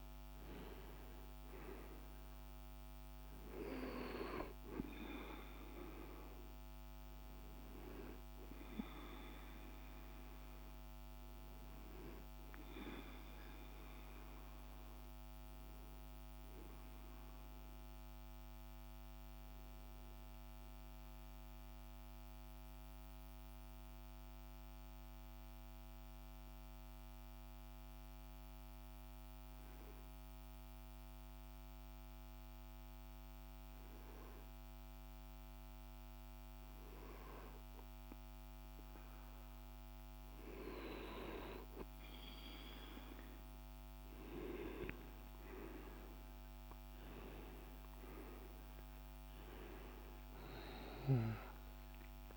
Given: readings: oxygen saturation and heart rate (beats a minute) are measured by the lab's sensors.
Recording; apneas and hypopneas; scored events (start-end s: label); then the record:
breathing in sleep by a microphone on the trachea; 1
0.00-19.50 s: oxygen desaturation (device-marked, oxygen 93% lowest)
20.00-36.00 s: hypopnea (oxygen 97% before, 92% lowest)
42.50-51.50 s: oxygen desaturation (device-marked, oxygen 98% before, 93% lowest)
51.00-52.37 s: arousal
From the record:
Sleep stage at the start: N2 (light sleep); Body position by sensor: on the right side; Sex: male